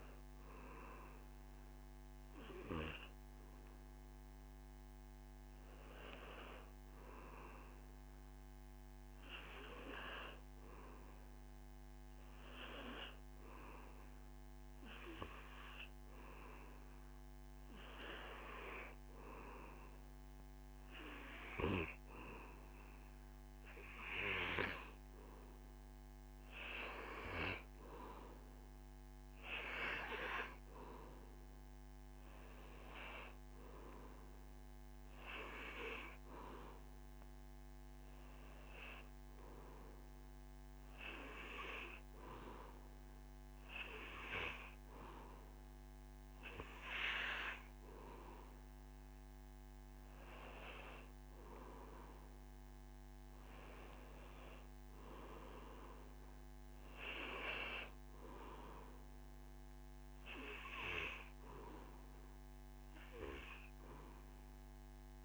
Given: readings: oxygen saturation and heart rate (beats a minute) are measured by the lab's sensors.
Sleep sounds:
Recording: breathing in sleep by a microphone on the trachea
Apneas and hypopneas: 1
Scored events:
31.50-35.00 s: arousal
40.50-51.50 s: obstructive apnea (oxygen 97% before, 93% lowest, heart rate 83 before, 80 extreme, up 3 after)
52.50-57.00 s: arousal
From the record:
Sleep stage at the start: N2 (light sleep)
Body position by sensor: on the back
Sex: male

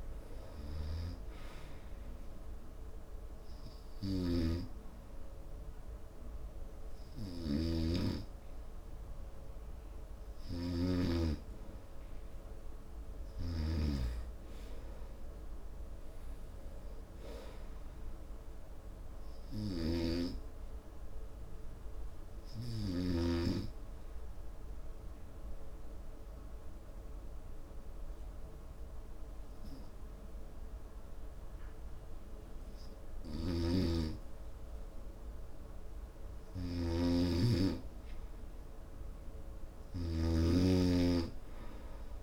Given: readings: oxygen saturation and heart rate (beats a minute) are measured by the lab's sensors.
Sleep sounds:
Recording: breathing in sleep by a room microphone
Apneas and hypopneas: 2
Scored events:
2.50-14.00 s: hypopnea (oxygen 95% before, 90% lowest, heart rate 76 before, 69 extreme, up 5 after)
2.50-22.50 s: oxygen desaturation (device-marked, oxygen 95% before, 90% lowest, heart rate 76 before, 69 extreme)
7.50-11.50 s: snoring (device-marked)
16.50-20.00 s: arousal
20.00-23.50 s: snoring (device-marked)
25.00-35.50 s: obstructive apnea (oxygen 96% before, 90% lowest, heart rate 79 before, 69 extreme, up 2 after)
33.50-41.00 s: snoring (device-marked)
38.00-41.50 s: arousal
From the record:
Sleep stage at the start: N2 (light sleep)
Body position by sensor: on the right side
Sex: male

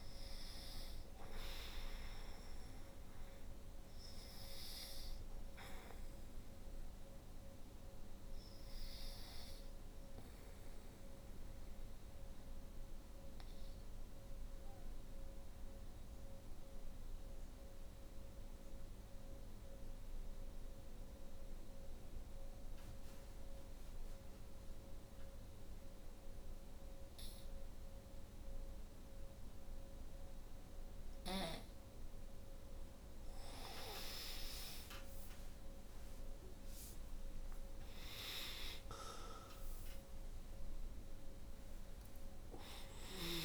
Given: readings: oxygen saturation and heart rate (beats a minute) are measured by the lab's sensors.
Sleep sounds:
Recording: breathing in sleep by a room microphone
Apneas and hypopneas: 1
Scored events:
0.00-25.00 s: oxygen desaturation (device-marked, oxygen 81% lowest, heart rate 50 extreme)
11.50-32.00 s: obstructive apnea (oxygen 97% before, 81% lowest, heart rate 59 before, 55 extreme, up 9 after)
34.50-39.00 s: arousal
35.00-43.45 s: oxygen desaturation (device-marked, oxygen 97% before, 81% lowest, heart rate 60 before, 53 extreme)
From the record:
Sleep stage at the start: N2 (light sleep)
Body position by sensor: on the back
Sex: female

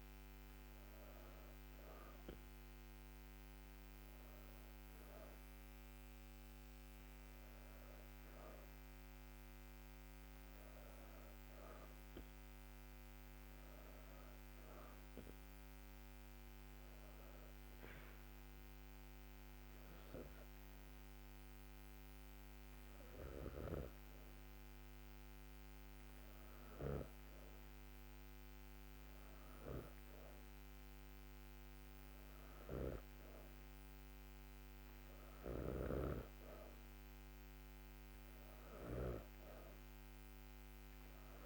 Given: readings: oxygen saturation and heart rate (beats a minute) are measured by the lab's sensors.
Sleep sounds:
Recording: breathing in sleep by a microphone on the trachea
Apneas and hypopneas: none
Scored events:
none scored
From the record:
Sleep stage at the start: N2 (light sleep)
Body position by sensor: on the back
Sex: female

